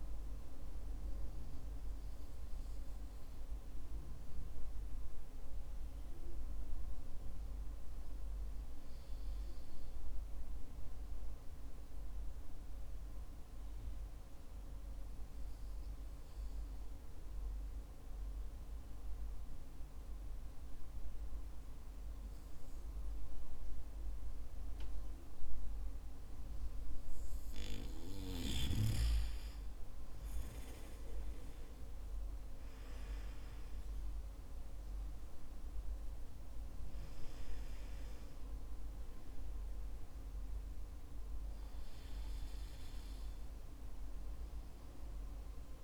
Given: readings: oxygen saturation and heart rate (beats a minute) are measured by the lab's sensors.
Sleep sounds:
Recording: breathing in sleep, hard to hear, by a room microphone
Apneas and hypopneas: 1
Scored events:
2.00-27.50 s: hypopnea (oxygen 95% before, 93% lowest, heart rate 54 before, 48 extreme, up 13 after)
33.00-37.00 s: arousal
From the record:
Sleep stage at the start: N2 (light sleep)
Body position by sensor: on the back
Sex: male

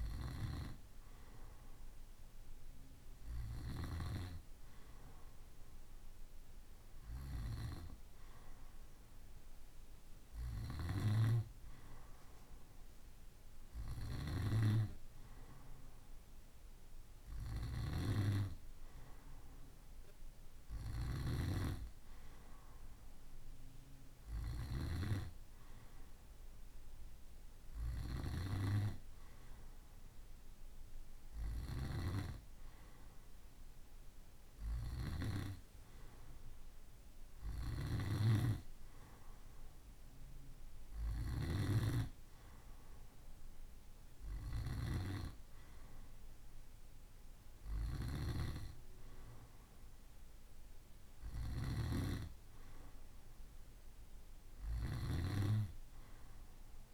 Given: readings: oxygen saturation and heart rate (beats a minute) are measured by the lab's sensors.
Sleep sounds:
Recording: breathing in sleep by a room microphone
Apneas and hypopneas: none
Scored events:
37.00-41.00 s: snoring (device-marked)
54.00-56.93 s: snoring (device-marked)
From the record:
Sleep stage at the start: N2 (light sleep)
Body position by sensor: on the right side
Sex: male

